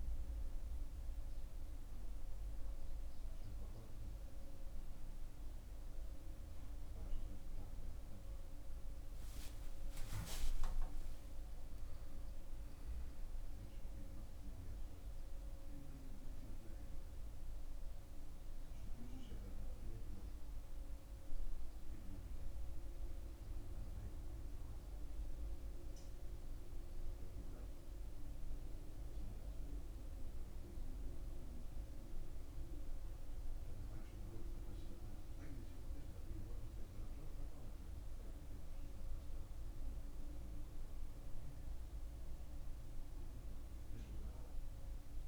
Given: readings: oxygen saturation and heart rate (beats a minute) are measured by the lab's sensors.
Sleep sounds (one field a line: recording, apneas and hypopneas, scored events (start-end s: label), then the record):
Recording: a person awake in a sleep study, hard to hear, by a room microphone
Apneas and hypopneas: none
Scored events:
none scored
From the record:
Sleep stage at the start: awake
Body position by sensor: on the back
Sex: male